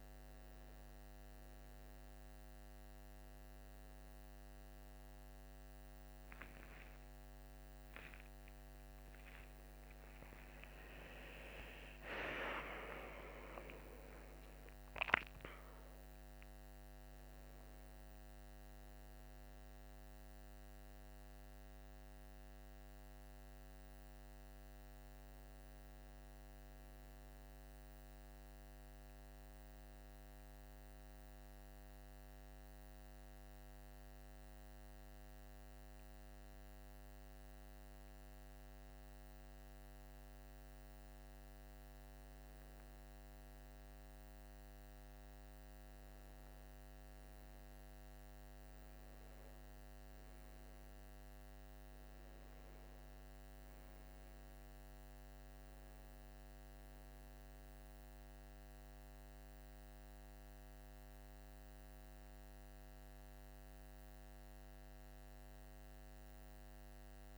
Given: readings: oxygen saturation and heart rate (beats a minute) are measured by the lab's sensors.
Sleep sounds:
breathing in sleep, hard to hear, by a microphone on the trachea; none
6.50-12.50 s: arousal
16.00-67.37 s: new sleep stage, N2 (light sleep)
From the record:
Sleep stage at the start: N1 (lightest sleep); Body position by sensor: on the right side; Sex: male

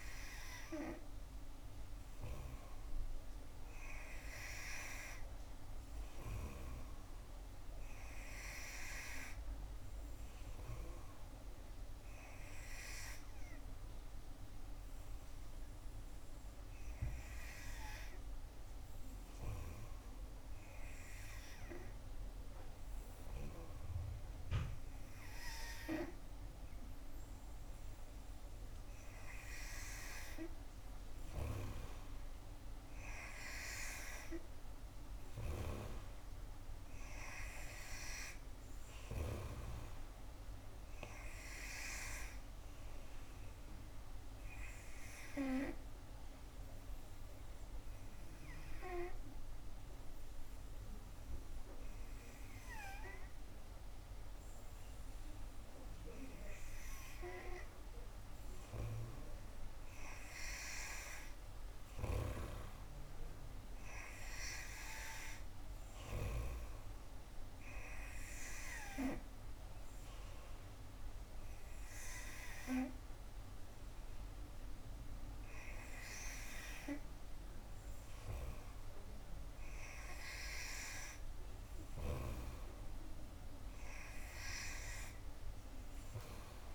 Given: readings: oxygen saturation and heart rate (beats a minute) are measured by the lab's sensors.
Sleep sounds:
breathing in sleep by a room microphone; 1
31.50-36.00 s: snoring (device-marked)
45.50-58.00 s: obstructive apnea (oxygen 92% before, 89% lowest, heart rate 68 before, 67 extreme, up 3 after)
60.00-64.00 s: arousal
From the record:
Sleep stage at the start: N3 (deep sleep); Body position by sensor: on the back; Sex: female

